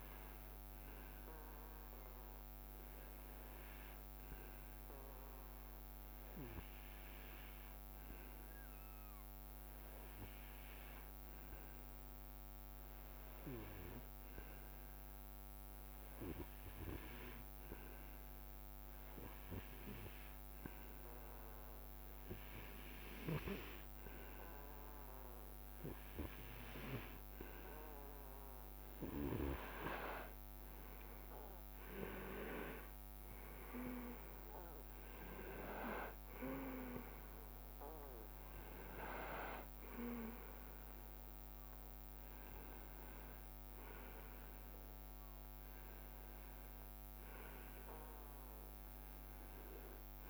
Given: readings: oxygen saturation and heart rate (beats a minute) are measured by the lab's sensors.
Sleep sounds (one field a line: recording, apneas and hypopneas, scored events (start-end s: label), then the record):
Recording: breathing in sleep by a microphone on the trachea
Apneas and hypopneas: 1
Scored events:
1.00-25.00 s: hypopnea (oxygen 96% before, 95% lowest, heart rate 69 before, 66 extreme, up 5 after)
29.50-34.00 s: leg movement (device-marked)
31.00-36.50 s: arousal
From the record:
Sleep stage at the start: REM sleep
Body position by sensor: on the right side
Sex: male